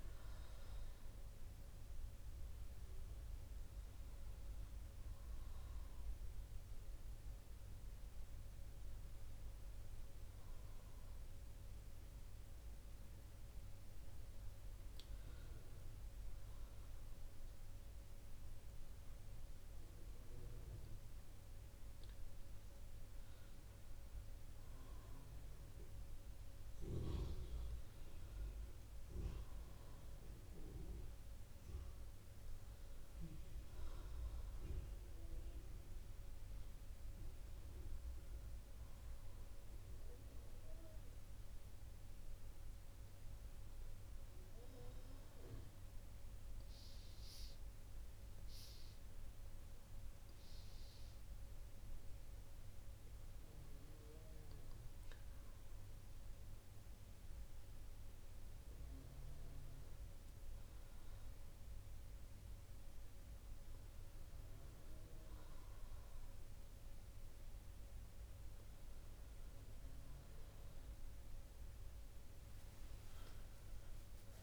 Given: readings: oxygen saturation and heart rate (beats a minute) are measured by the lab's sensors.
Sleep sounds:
breathing in sleep, hard to hear, by a room microphone; none
0.00-9.00 s: oxygen desaturation (device-marked, oxygen 88% lowest, heart rate 63 extreme)
72.00-74.43 s: arousal
From the record:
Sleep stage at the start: N2 (light sleep); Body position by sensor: on the right side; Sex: female

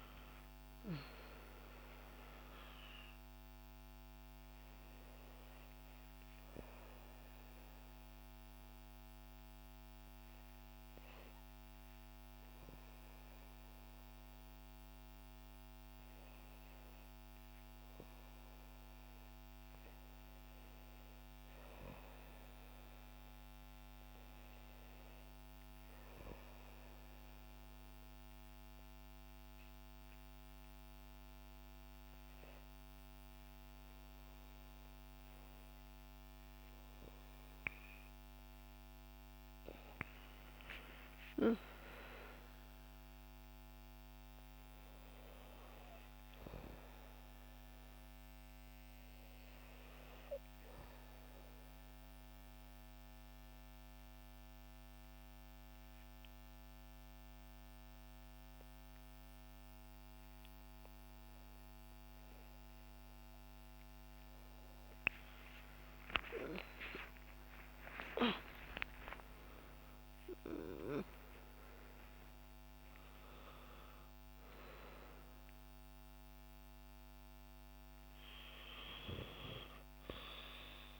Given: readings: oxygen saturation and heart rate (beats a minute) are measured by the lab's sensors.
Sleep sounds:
breathing in sleep by a microphone on the trachea; 2
0.00-2.00 s: arousal
26.00-36.50 s: hypopnea (oxygen 97% before, 91% lowest, heart rate 61 before, 62 extreme, up 8 after)
39.50-44.00 s: arousal
41.50-60.50 s: oxygen desaturation (device-marked, oxygen 95% before, 91% lowest, heart rate 63 before, 62 extreme)
52.00-62.50 s: obstructive apnea (oxygen 97% before, 91% lowest, heart rate 68 before, 60 extreme)
66.00-71.50 s: arousal
From the record:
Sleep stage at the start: REM sleep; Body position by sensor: on the back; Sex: female

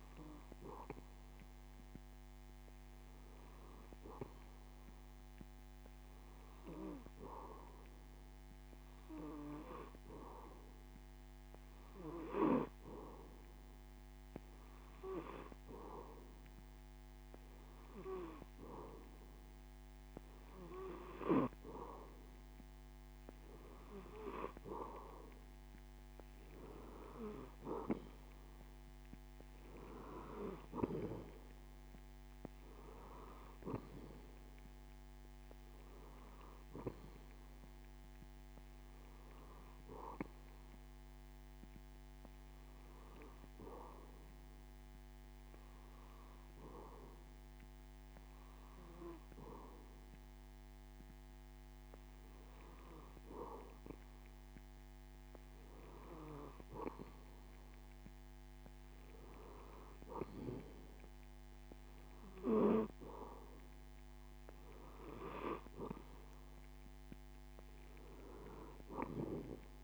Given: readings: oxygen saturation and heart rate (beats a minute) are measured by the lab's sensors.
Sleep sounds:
breathing in sleep by a microphone on the trachea; none
none scored
From the record:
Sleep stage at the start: N2 (light sleep); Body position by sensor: on the back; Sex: male

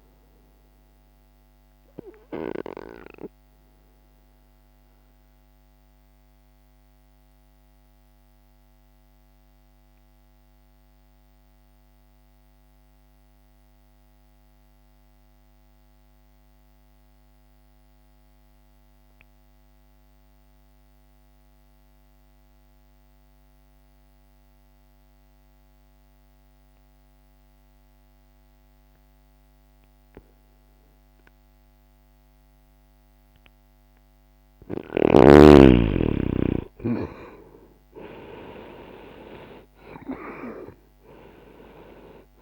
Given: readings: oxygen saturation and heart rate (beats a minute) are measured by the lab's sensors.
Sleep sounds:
breathing in sleep by a microphone on the trachea; 1
1.50-32.50 s: obstructive apnea (oxygen 99% before, 85% lowest, heart rate 60 before, 60 extreme, up 2 after)
11.50-25.50 s: oxygen desaturation (device-marked, oxygen 93% before, 86% lowest, heart rate 60 before, 60 extreme)
34.00-38.50 s: arousal
34.50-39.50 s: oxygen desaturation (device-marked, oxygen 98% before, 94% lowest, heart rate 60 before, 60 extreme)
From the record:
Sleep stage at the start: N2 (light sleep); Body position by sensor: on the back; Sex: male

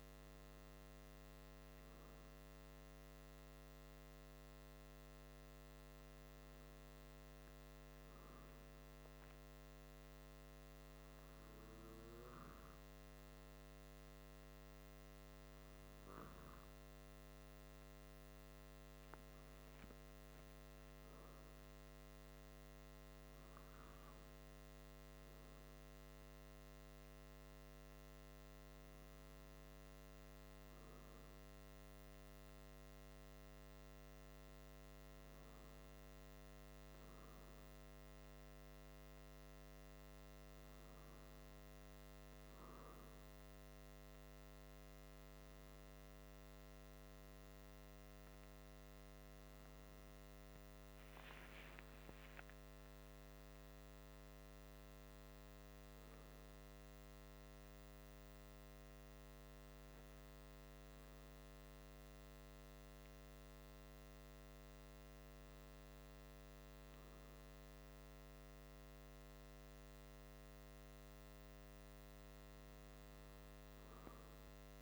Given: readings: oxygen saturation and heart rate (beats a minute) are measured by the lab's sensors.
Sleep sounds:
breathing in sleep, hard to hear, by a microphone on the trachea; none
52.00-57.00 s: arousal
From the record:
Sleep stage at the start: N2 (light sleep); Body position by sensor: on the back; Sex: male

